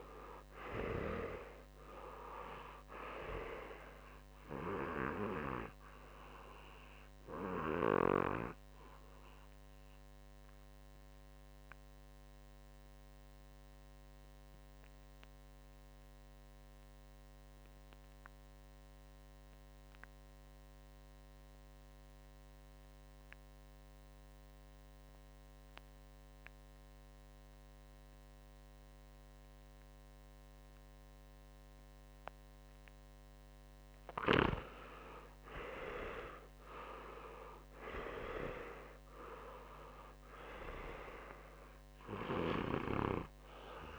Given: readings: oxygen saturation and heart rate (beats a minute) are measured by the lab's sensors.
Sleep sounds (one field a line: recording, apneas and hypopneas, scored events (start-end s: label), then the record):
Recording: breathing in sleep by a microphone on the trachea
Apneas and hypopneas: 1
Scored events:
0.00-2.00 s: arousal
0.00-23.50 s: oxygen desaturation (device-marked, oxygen 87% lowest, heart rate 48 extreme)
9.50-32.50 s: mixed apnea (oxygen 96% before, 85% lowest, heart rate 55 before, 60 extreme, up 7 after)
31.50-43.99 s: oxygen desaturation (device-marked, oxygen 99% before, 85% lowest, heart rate 64 before, 57 extreme)
34.00-38.50 s: arousal
From the record:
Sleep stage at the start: REM sleep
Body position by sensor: on the back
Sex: male